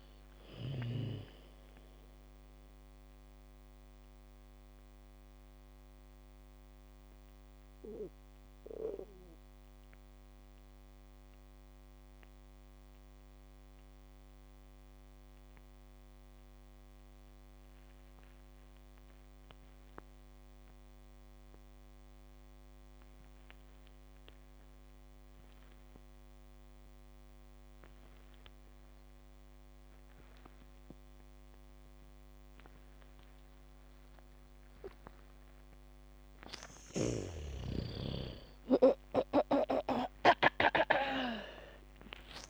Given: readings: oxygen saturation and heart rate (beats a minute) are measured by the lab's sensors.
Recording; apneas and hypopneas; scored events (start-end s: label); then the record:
breathing in sleep by a microphone on the trachea; 1
0.00-16.50 s: oxygen desaturation (device-marked, oxygen 79% lowest, heart rate 47 extreme)
3.50-35.50 s: mixed apnea (oxygen 97% before, 77% lowest, heart rate 55 before, 28 extreme, up 0 after)
28.50-42.50 s: bradycardia (device-marked, heart rate 69 before, 28 extreme)
28.50-42.50 s: oxygen desaturation (device-marked, oxygen 99% before, 77% lowest, heart rate 73 before, 28 extreme)
37.50-42.00 s: arousal
From the record:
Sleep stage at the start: N2 (light sleep); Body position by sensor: on the back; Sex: female